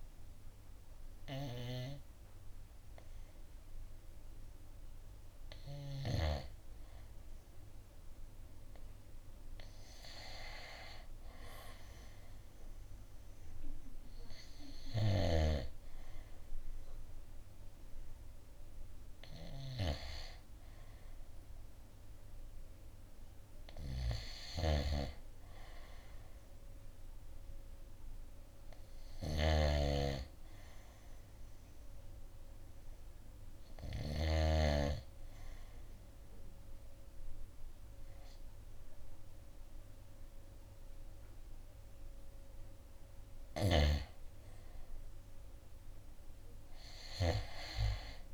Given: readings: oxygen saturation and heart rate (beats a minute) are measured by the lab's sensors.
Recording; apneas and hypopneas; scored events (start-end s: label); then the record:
breathing in sleep by a room microphone; 1
0.00-14.50 s: oxygen desaturation (device-marked, oxygen 89% lowest, heart rate 62 extreme)
19.50-31.50 s: oxygen desaturation (device-marked, oxygen 95% before, 92% lowest, heart rate 64 before, 64 extreme)
29.50-34.50 s: snoring (device-marked)
32.50-43.50 s: hypopnea (oxygen 95% before, 89% lowest, heart rate 65 before, 63 extreme, up 5 after)
46.00-48.34 s: arousal
From the record:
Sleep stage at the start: N2 (light sleep); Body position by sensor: on the right side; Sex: male